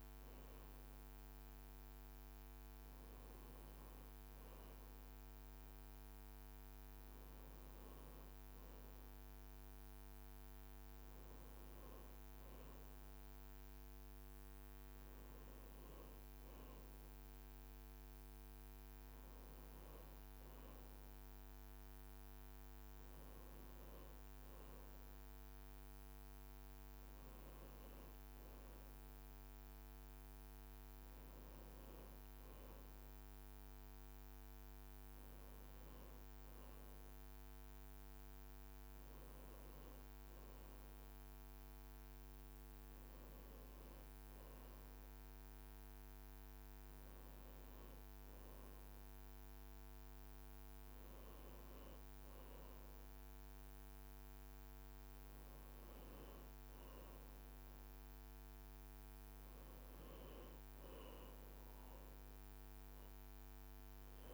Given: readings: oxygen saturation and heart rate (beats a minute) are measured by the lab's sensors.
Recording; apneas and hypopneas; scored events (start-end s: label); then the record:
breathing in sleep, hard to hear, by a microphone on the trachea; none
8.00-64.34 s: new sleep stage, N1 (lightest sleep)
From the record:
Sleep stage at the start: N2 (light sleep); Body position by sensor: on the back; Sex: male